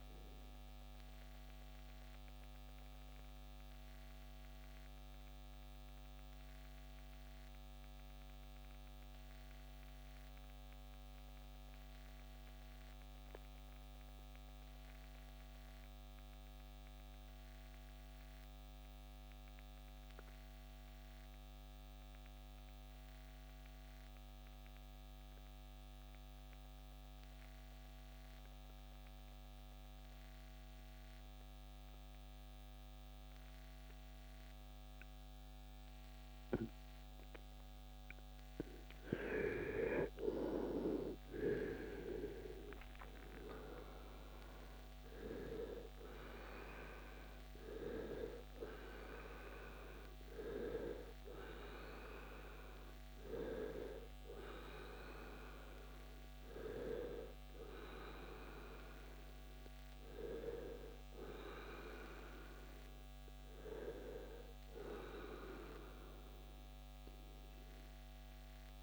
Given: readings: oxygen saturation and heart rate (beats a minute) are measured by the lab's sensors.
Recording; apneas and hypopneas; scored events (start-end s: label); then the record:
breathing in sleep by a microphone on the trachea; 1
0.00-22.00 s: oxygen desaturation (device-marked, oxygen 81% lowest, heart rate 48 extreme)
0.50-38.50 s: mixed apnea (oxygen 96% before, 81% lowest, heart rate 79 before, 48 extreme, up 19 after)
40.00-45.50 s: arousal
49.00-68.83 s: new sleep stage, REM sleep
From the record:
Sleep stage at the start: N2 (light sleep); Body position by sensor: on the right side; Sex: male